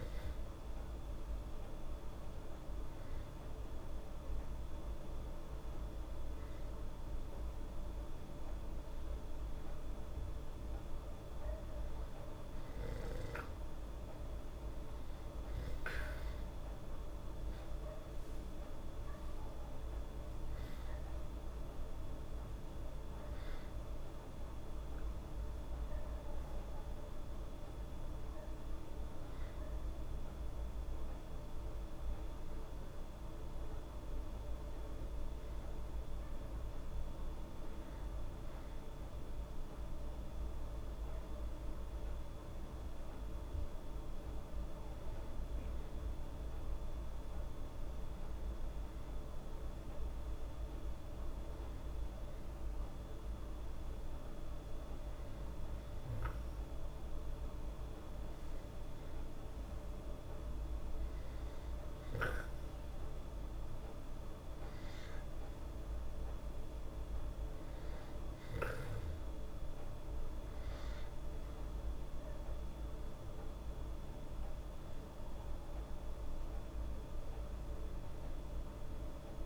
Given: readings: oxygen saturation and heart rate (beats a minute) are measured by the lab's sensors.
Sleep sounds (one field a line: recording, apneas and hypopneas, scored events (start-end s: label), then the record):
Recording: breathing in sleep, hard to hear, by a room microphone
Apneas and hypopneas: none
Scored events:
none scored
From the record:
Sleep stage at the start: N2 (light sleep)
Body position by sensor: on the back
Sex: female